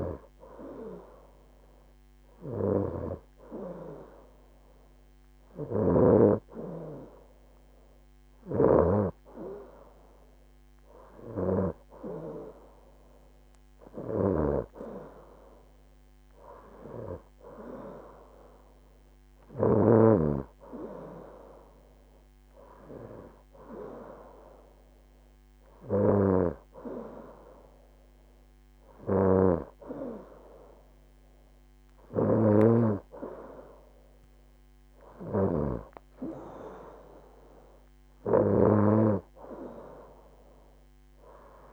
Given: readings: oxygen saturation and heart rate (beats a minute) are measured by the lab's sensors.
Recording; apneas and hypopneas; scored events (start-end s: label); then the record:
breathing in sleep by a microphone on the trachea; none
none scored
From the record:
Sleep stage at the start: N2 (light sleep); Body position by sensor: on the right side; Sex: female